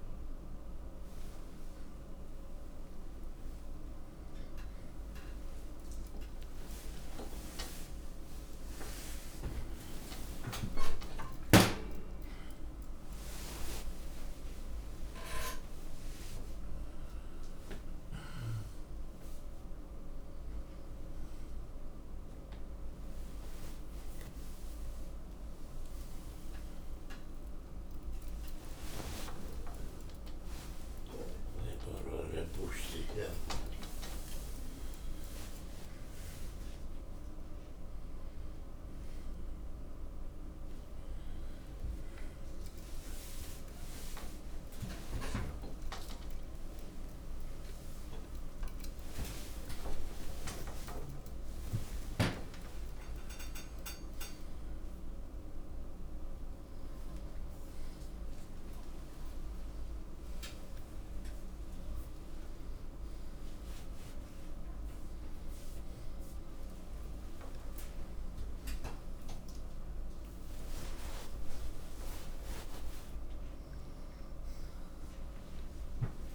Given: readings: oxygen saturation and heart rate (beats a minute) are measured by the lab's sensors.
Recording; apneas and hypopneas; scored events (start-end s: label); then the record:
a person awake in a sleep study, by a room microphone; none
13.00-20.00 s: oxygen desaturation (device-marked, oxygen 92% before, 89% lowest, heart rate 123 before, 66 extreme)
From the record:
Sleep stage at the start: awake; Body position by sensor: on the back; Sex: male